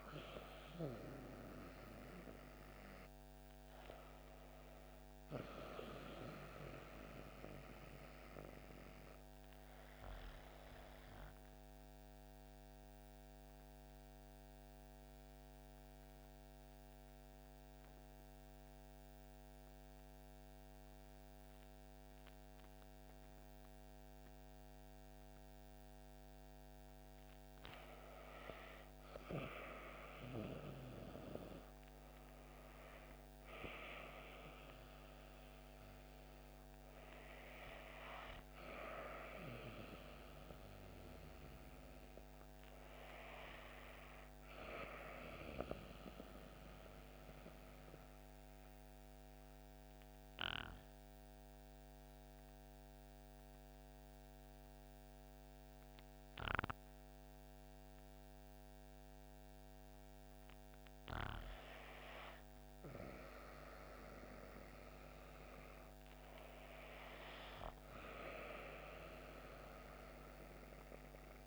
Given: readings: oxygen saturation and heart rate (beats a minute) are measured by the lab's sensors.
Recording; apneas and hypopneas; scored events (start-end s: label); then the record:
breathing in sleep by a microphone on the trachea; 2
11.00-28.00 s: obstructive apnea (oxygen 97% before, 91% lowest)
29.00-33.00 s: arousal
33.50-59.50 s: oxygen desaturation (device-marked, oxygen 96% before, 91% lowest)
46.50-60.00 s: obstructive apnea (oxygen 96% before, 91% lowest)
62.50-66.50 s: arousal
From the record:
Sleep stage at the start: REM sleep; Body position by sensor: on the back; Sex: female